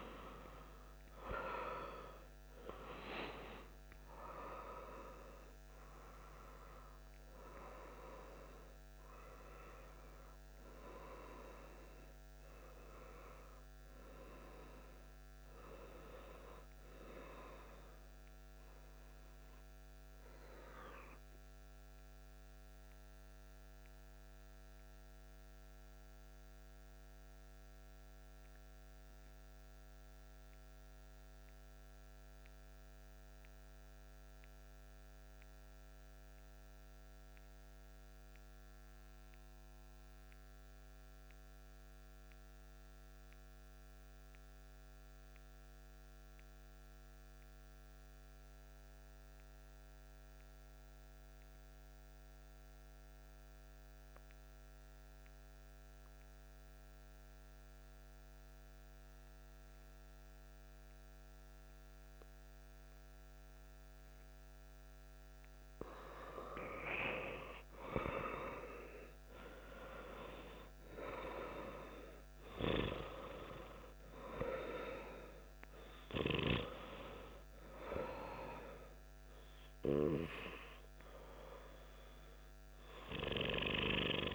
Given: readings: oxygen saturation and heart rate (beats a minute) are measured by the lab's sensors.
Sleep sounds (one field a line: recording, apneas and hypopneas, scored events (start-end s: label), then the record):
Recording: breathing in sleep by a microphone on the trachea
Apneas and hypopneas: 1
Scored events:
0.00-1.50 s: arousal
0.00-23.50 s: oxygen desaturation (device-marked, oxygen 89% lowest)
18.50-64.50 s: mixed apnea (oxygen 95% before, 90% lowest)
52.50-84.35 s: oxygen desaturation (device-marked, oxygen 97% before, 90% lowest)
66.00-70.50 s: arousal
From the record:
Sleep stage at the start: N2 (light sleep)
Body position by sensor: on the back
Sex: male